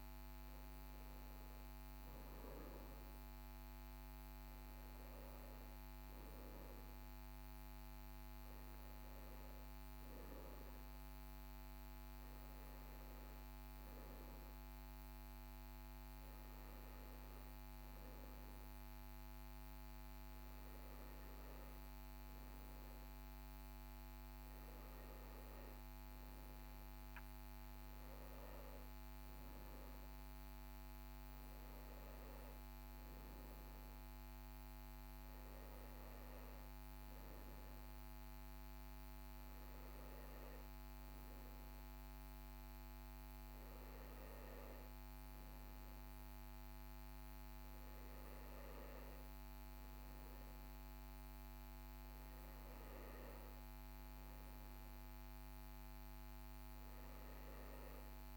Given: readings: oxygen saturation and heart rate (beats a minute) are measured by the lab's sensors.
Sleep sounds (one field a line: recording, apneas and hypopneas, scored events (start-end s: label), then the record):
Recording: breathing in sleep, hard to hear, by a microphone on the trachea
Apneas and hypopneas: none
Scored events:
none scored
From the record:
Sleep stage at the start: N1 (lightest sleep)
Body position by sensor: on the right side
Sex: male